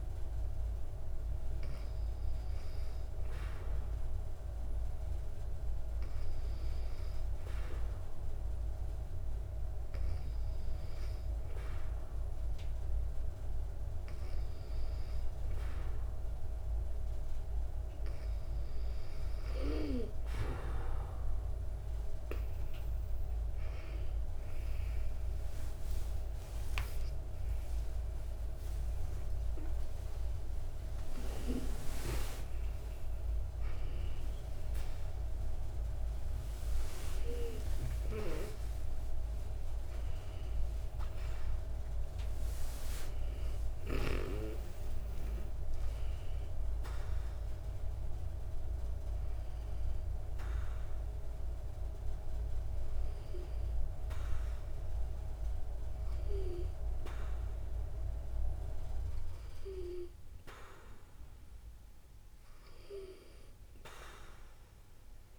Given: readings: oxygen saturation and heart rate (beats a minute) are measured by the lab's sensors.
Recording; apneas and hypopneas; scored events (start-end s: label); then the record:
a person awake in a sleep study, by a room microphone; none
20.50-65.39 s: new sleep stage, awake
From the record:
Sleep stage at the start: N2 (light sleep); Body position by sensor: on the back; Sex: female